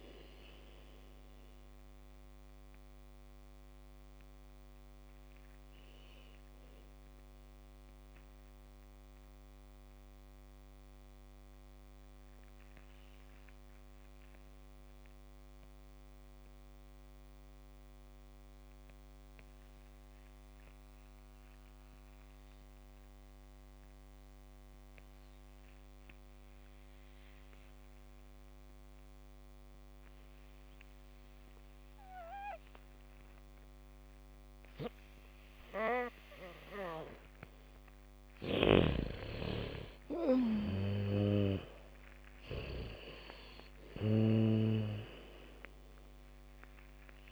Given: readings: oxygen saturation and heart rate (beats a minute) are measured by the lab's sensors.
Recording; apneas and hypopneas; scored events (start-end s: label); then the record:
breathing in sleep by a microphone on the trachea; 1
0.00-14.00 s: oxygen desaturation (device-marked, oxygen 77% lowest, heart rate 27 extreme)
2.50-36.50 s: obstructive apnea (oxygen 99% before, 76% lowest, heart rate 54 before, 57 extreme, up 11 after)
26.00-47.32 s: oxygen desaturation (device-marked, oxygen 99% before, 76% lowest, heart rate 77 before, 57 extreme)
31.00-34.00 s: bradycardia (device-marked, heart rate 70 before, 62 extreme)
35.00-39.00 s: bradycardia (device-marked, heart rate 70 before, 57 extreme)
39.00-44.50 s: arousal
39.00-45.00 s: snoring (device-marked)
From the record:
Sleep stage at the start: N2 (light sleep); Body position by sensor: on the back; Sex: female